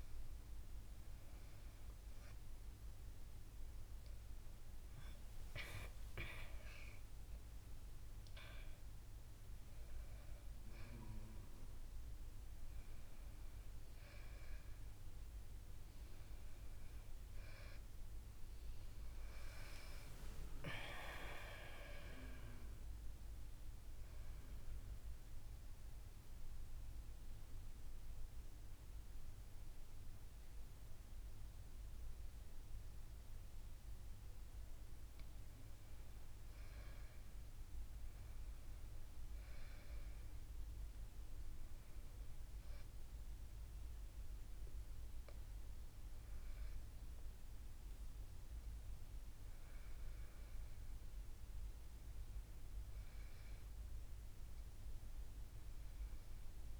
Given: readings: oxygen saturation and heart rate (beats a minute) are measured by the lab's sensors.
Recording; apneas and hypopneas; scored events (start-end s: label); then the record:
breathing in sleep by a room microphone; 1
4.50-10.50 s: arousal
24.00-34.50 s: central apnea (oxygen 97% before, 95% lowest, heart rate 74 before, 62 extreme, up 5 after)
37.00-42.00 s: arousal
From the record:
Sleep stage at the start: N1 (lightest sleep); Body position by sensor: on the back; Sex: female